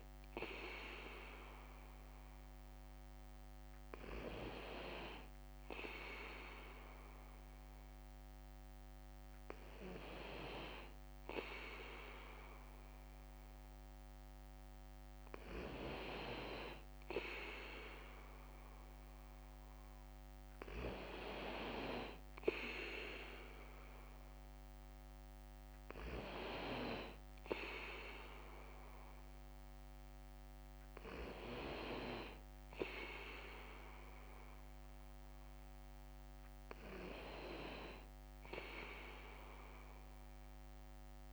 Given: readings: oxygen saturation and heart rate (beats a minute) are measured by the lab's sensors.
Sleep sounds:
breathing in sleep by a microphone on the trachea; none
0.00-41.33 s: bradycardia (device-marked, heart rate 52 extreme)
From the record:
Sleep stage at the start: N2 (light sleep); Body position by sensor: on the back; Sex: male

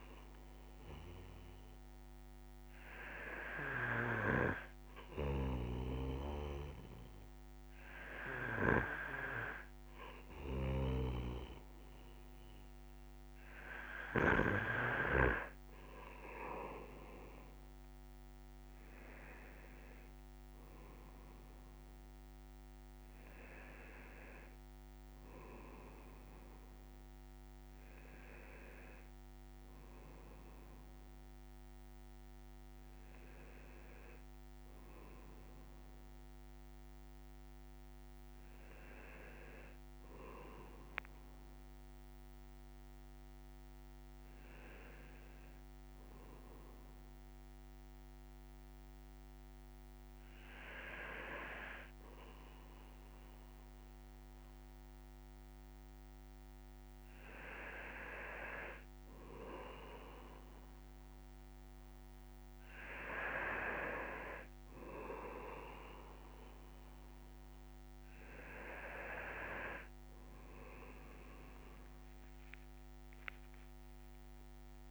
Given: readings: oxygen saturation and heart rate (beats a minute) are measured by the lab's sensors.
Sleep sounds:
breathing in sleep by a microphone on the trachea; none
16.00-17.50 s: leg movement (device-marked)
38.00-43.00 s: arousal
68.00-74.91 s: new sleep stage, awake
71.50-74.91 s: leg movement (device-marked)
From the record:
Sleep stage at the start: N2 (light sleep); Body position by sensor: on the right side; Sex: male

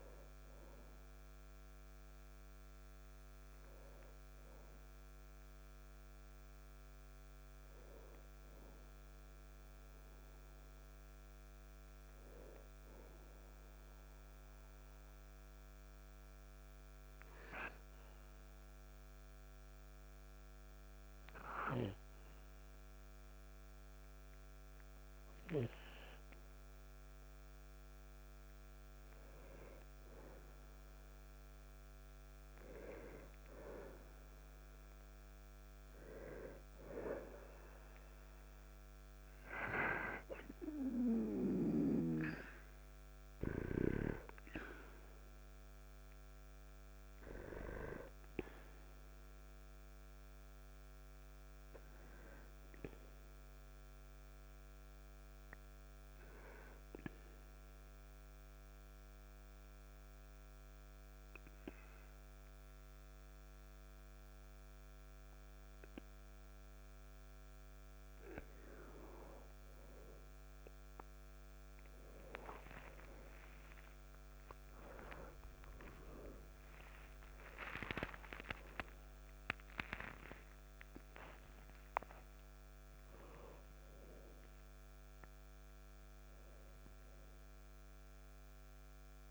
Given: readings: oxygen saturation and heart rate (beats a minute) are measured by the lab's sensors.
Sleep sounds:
a person partly awake in a sleep study, by a microphone on the trachea; 2
6.00-89.31 s: new sleep stage, N1 (lightest sleep)
15.50-28.50 s: hypopnea (oxygen 96% before, 93% lowest, heart rate 62 before, 53 extreme)
31.00-34.00 s: arousal
52.00-62.00 s: oxygen desaturation (device-marked, oxygen 98% before, 94% lowest, heart rate 55 before, 54 extreme)
56.50-68.50 s: obstructive apnea (oxygen 99% before, 94% lowest, heart rate 56 before, 54 extreme, up 2 after)
73.00-79.00 s: arousal
From the record:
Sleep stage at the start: awake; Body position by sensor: on the back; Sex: male

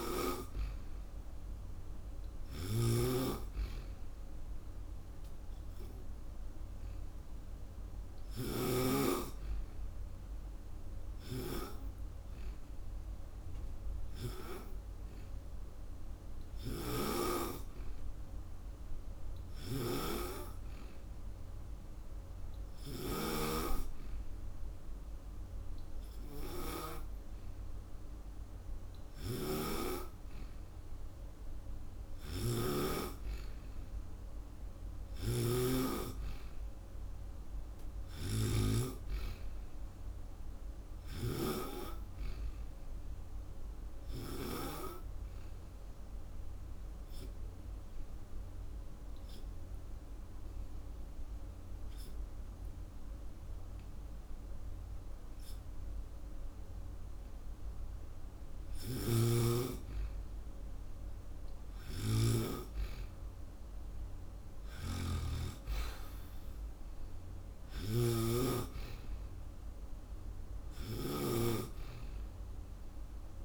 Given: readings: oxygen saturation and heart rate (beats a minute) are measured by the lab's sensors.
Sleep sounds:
breathing in sleep by a room microphone; 1
0.00-8.50 s: snoring (device-marked)
18.50-31.50 s: oxygen desaturation (device-marked, oxygen 95% before, 92% lowest)
19.00-38.50 s: snoring (device-marked)
44.50-57.50 s: obstructive apnea (oxygen 95% before, 92% lowest)
58.50-71.00 s: snoring (device-marked)
60.50-63.50 s: arousal
From the record:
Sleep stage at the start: N2 (light sleep); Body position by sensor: on the back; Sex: female

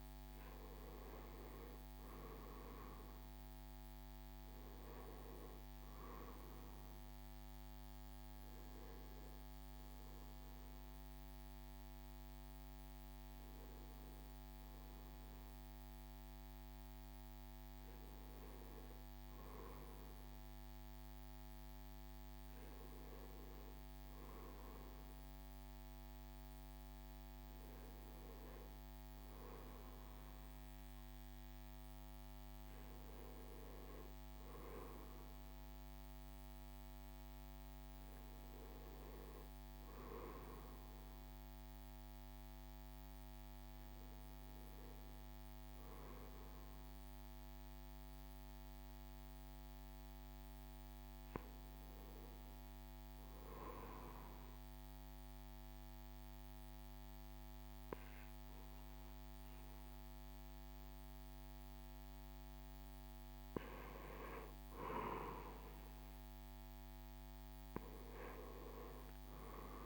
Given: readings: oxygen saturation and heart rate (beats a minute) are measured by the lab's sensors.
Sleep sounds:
a person awake in a sleep study, by a microphone on the trachea; 1
10.00-20.00 s: oxygen desaturation (device-marked, oxygen 95% before, 91% lowest, heart rate 75 before, 75 extreme)
44.00-69.86 s: new sleep stage, N1 (lightest sleep)
53.50-64.00 s: obstructive apnea (oxygen 96% before, 86% lowest, heart rate 76 before, 66 extreme, up 4 after)
67.00-69.86 s: arousal
From the record:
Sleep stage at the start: awake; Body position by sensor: on the right side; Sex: male

